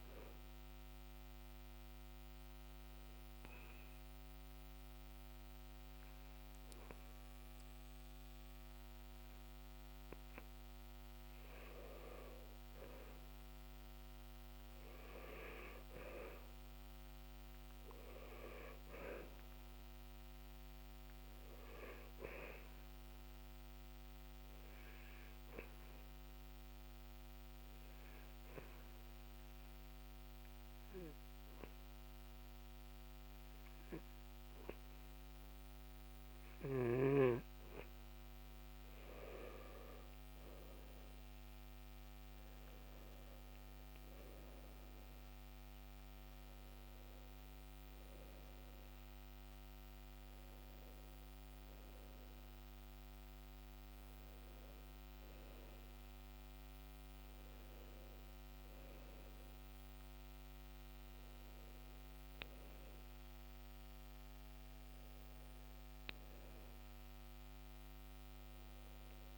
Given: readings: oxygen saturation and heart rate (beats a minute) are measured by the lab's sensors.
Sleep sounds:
breathing in sleep by a microphone on the trachea; 2
0.00-16.00 s: oxygen desaturation (device-marked, oxygen 89% lowest, heart rate 65 extreme)
1.50-12.00 s: obstructive apnea (oxygen 95% before, 89% lowest, heart rate 72 before, 65 extreme, up 5 after)
13.00-19.00 s: arousal
24.00-38.50 s: obstructive apnea (oxygen 96% before, 90% lowest, heart rate 67 before, 66 extreme, up 9 after)
40.00-44.00 s: arousal
From the record:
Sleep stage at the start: N2 (light sleep); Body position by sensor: on the back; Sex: male

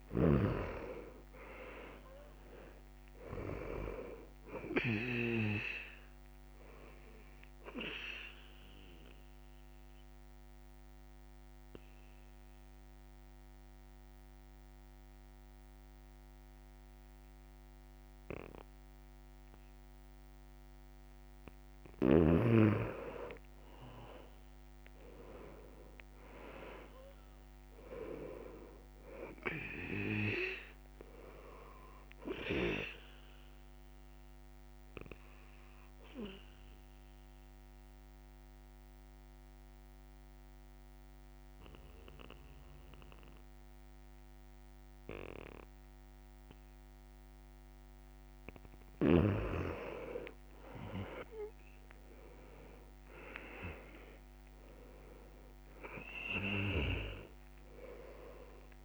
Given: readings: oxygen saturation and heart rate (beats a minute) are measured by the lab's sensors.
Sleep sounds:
breathing in sleep by a microphone on the trachea; 2
0.00-2.00 s: arousal
4.50-25.50 s: oxygen desaturation (device-marked, oxygen 97% before, 88% lowest, heart rate 68 before, 64 extreme)
7.50-21.00 s: obstructive apnea (oxygen 97% before, 88% lowest, heart rate 68 before, 64 extreme, up 6 after)
24.50-29.00 s: arousal
34.50-48.50 s: obstructive apnea (oxygen 98% before, 88% lowest, heart rate 69 before, 62 extreme, up 9 after)
38.50-50.50 s: oxygen desaturation (device-marked, oxygen 98% before, 90% lowest, heart rate 70 before, 62 extreme)
51.50-55.00 s: arousal
From the record:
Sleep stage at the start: N2 (light sleep); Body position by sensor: on the back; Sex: male

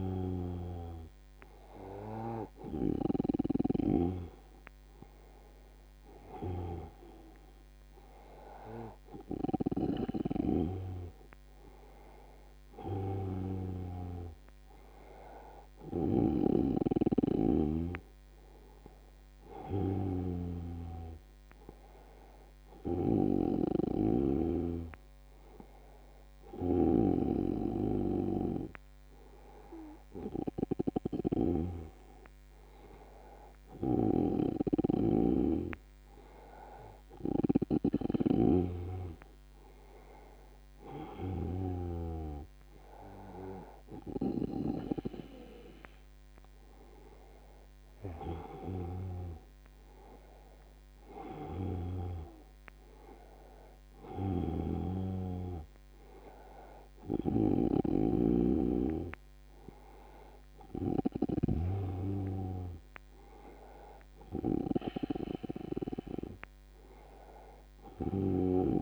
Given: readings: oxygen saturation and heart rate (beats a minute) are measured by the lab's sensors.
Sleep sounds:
breathing in sleep by a microphone on the trachea; none
35.00-39.00 s: snoring (device-marked)
40.50-42.50 s: tachycardia (device-marked, heart rate 84 before, 97 extreme)
54.50-62.00 s: snoring (device-marked)
From the record:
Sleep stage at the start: N2 (light sleep); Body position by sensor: on the back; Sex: male

